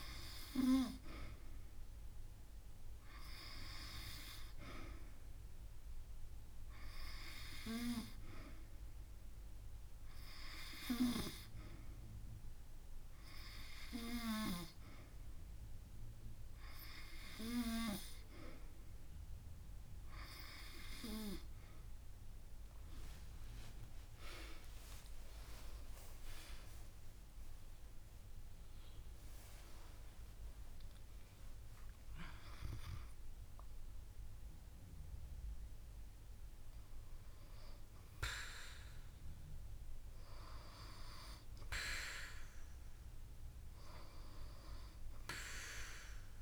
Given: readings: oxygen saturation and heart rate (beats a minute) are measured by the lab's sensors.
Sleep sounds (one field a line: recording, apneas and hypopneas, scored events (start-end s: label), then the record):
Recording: breathing in sleep by a room microphone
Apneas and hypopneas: 1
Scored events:
0.00-1.50 s: arousal
7.00-19.00 s: hypopnea (oxygen 96% before, 92% lowest)
23.00-27.50 s: arousal
From the record:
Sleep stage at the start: N2 (light sleep)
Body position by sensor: on the back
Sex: female